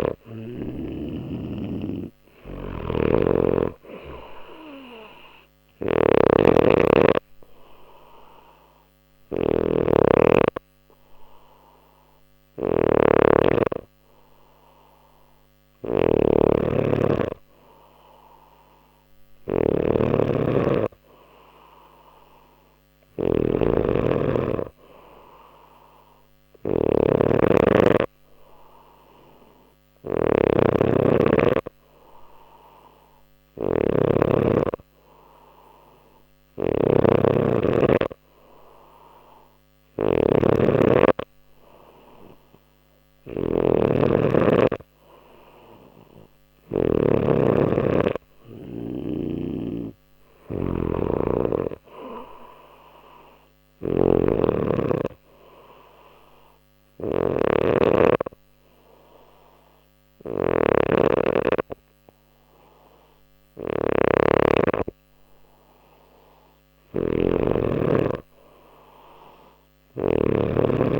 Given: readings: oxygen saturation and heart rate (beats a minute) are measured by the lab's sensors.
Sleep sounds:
breathing in sleep by a microphone on the trachea; 2
0.00-1.00 s: arousal
5.50-34.00 s: snoring (device-marked)
6.50-17.50 s: hypopnea (oxygen 95% before, 91% lowest, heart rate 60 before, 60 extreme, up 0 after)
20.00-25.00 s: arousal
36.00-47.00 s: snoring (device-marked)
49.00-71.00 s: snoring (device-marked)
56.50-66.50 s: hypopnea (oxygen 95% before, 91% lowest, heart rate 60 before, 59 extreme, up 1 after)
68.00-71.00 s: arousal
From the record:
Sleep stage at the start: N2 (light sleep); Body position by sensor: on the back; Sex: male

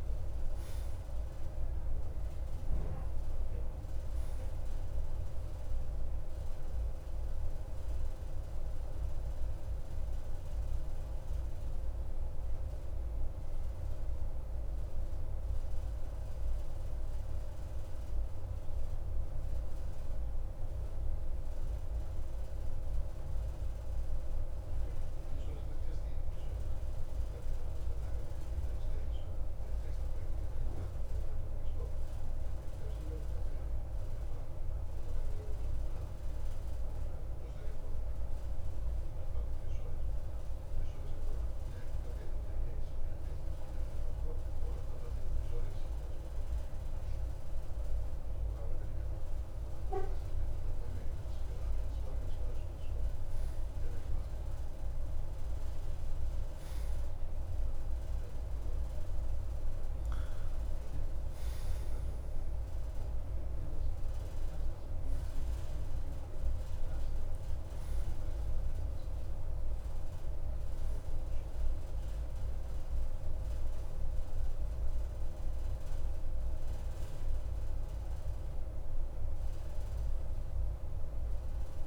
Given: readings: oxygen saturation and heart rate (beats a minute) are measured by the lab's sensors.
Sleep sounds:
breathing in sleep, hard to hear, by a room microphone; 1
14.50-37.50 s: obstructive apnea (oxygen 95% before, 92% lowest, heart rate 55 before, 53 extreme, up 1 after)
50.00-55.50 s: arousal
From the record:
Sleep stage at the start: N2 (light sleep); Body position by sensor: on the right side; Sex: male

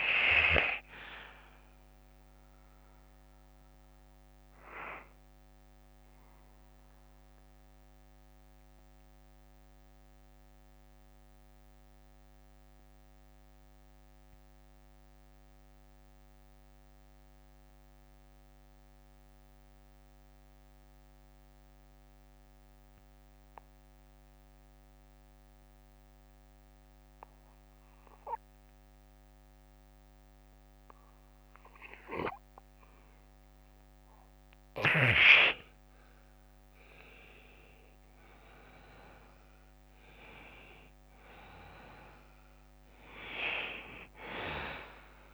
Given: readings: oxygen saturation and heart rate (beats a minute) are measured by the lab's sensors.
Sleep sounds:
breathing in sleep by a microphone on the trachea; 1
0.00-1.50 s: bradycardia (device-marked, heart rate 61 extreme)
0.00-2.50 s: oxygen desaturation (device-marked, oxygen 93% lowest, heart rate 54 extreme)
4.50-6.50 s: bradycardia (device-marked, heart rate 59 before, 63 extreme)
8.50-33.00 s: mixed apnea (oxygen 98% before, 87% lowest, heart rate 63 before, 52 extreme, up 9 after)
10.50-26.50 s: oxygen desaturation (device-marked, oxygen 94% before, 87% lowest, heart rate 63 before, 56 extreme)
11.50-17.50 s: bradycardia (device-marked, heart rate 59 before, 57 extreme)
25.50-29.50 s: bradycardia (device-marked, heart rate 59 before, 58 extreme)
35.50-39.50 s: arousal
39.50-45.34 s: oxygen desaturation (device-marked, oxygen 98% before, 93% lowest, heart rate 62 before, 52 extreme)
From the record:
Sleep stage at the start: REM sleep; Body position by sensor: on the back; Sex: male

